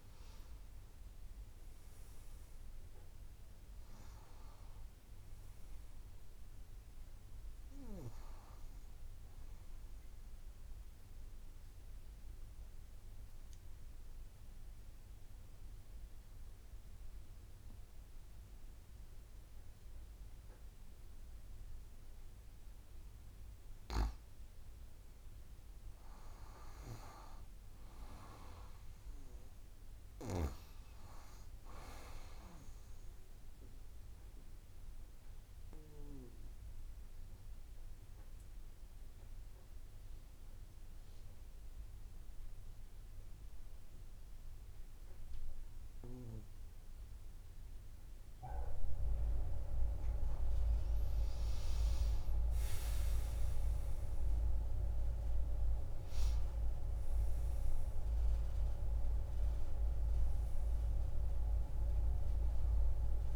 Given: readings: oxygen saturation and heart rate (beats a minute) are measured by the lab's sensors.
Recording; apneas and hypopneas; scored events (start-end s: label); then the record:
breathing in sleep by a room microphone; 2
0.00-16.00 s: oxygen desaturation (device-marked, oxygen 89% lowest)
9.50-23.00 s: obstructive apnea (oxygen 97% before, 89% lowest)
26.50-30.00 s: arousal
30.00-47.00 s: oxygen desaturation (device-marked, oxygen 98% before, 93% lowest)
34.50-50.00 s: obstructive apnea (oxygen 99% before, 90% lowest)
52.00-54.50 s: arousal
55.00-63.36 s: oxygen desaturation (device-marked, oxygen 96% before, 91% lowest)
From the record:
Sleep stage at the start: N2 (light sleep); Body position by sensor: on the back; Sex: female